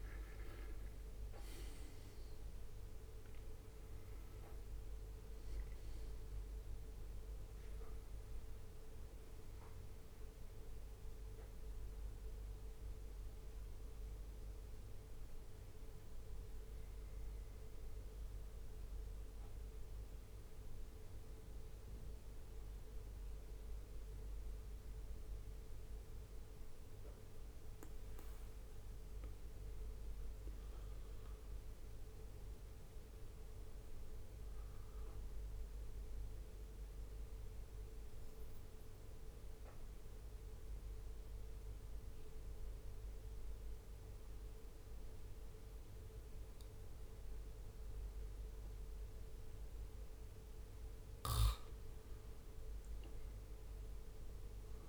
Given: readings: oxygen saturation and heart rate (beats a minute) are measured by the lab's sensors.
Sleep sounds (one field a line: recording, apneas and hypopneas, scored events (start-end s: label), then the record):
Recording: breathing in sleep, hard to hear, by a room microphone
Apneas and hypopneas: 1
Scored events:
31.00-50.50 s: obstructive apnea (oxygen 99% before, 93% lowest, heart rate 67 before, 65 extreme, up 15 after)
50.50-54.88 s: oxygen desaturation (device-marked, oxygen 97% before, 93% lowest, heart rate 67 before, 65 extreme)
From the record:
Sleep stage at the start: N2 (light sleep)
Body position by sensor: on the back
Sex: male